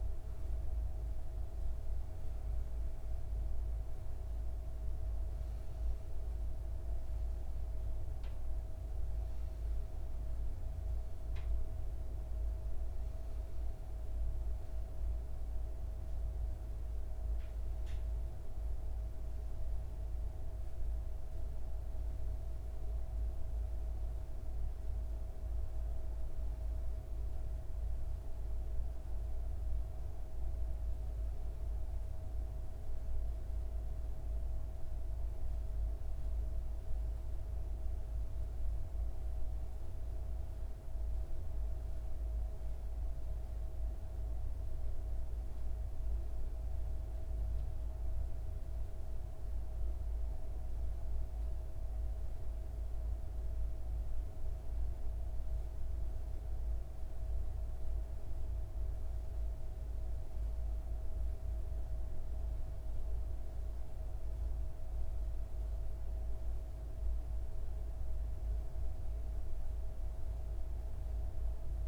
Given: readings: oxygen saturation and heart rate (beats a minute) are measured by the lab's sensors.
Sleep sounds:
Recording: breathing in sleep, hard to hear, by a room microphone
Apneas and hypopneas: none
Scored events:
none scored
From the record:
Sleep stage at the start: N2 (light sleep)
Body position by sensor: on the back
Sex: female

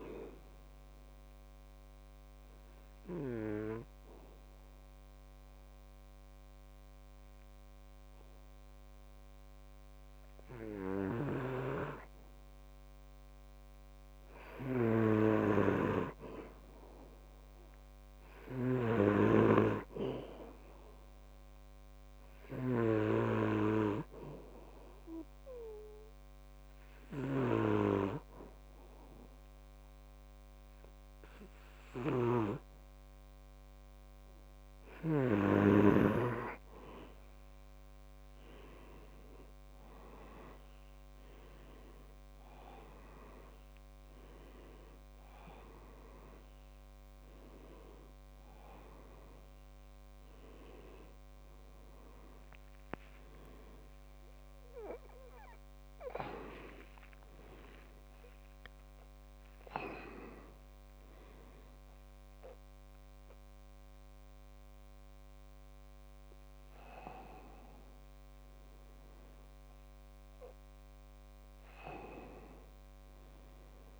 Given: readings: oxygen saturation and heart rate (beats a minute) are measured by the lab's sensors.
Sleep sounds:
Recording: a person partly awake in a sleep study, by a microphone on the trachea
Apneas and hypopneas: 2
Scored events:
0.00-6.00 s: oxygen desaturation (device-marked, oxygen 95% lowest, heart rate 67 extreme)
1.00-12.00 s: obstructive apnea (oxygen 99% before, 91% lowest, heart rate 69 before, 67 extreme, up 3 after)
16.50-19.50 s: arousal
20.00-33.00 s: oxygen desaturation (device-marked, oxygen 98% before, 94% lowest, heart rate 69 before, 67 extreme)
24.50-36.50 s: obstructive apnea (oxygen 98% before, 91% lowest, heart rate 69 before, 67 extreme, up 8 after)
32.00-36.50 s: snoring (device-marked)
40.00-74.00 s: new sleep stage, awake
42.00-67.00 s: oxygen desaturation (device-marked, oxygen 95% before, 91% lowest, heart rate 69 before, 71 extreme)
53.00-55.00 s: long interval between heartbeats (device-marked, heart rate 73 before, 85 extreme)
From the record:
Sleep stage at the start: N2 (light sleep)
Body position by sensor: on the back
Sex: male

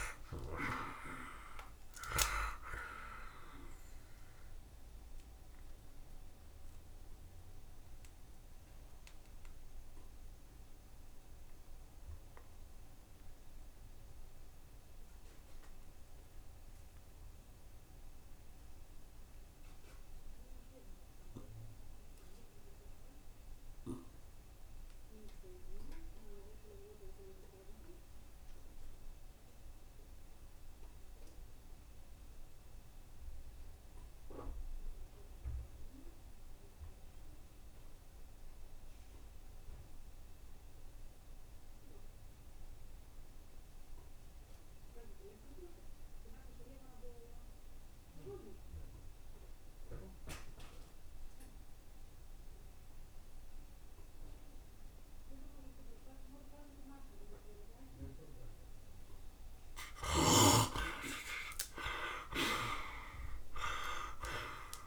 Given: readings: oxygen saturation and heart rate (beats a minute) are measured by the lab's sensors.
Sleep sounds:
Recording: breathing in sleep by a room microphone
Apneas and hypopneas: 1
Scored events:
0.00-1.50 s: arousal
0.00-20.00 s: oxygen desaturation (device-marked, oxygen 62% lowest, heart rate 64 extreme)
5.00-58.50 s: mixed apnea (oxygen 90% before, 57% lowest, heart rate 70 before, 64 extreme, up 5 after)
22.00-64.86 s: oxygen desaturation (device-marked, oxygen 93% before, 57% lowest, heart rate 69 before, 66 extreme)
60.00-64.86 s: arousal
From the record:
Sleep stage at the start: N2 (light sleep)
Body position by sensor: on the right side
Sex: male

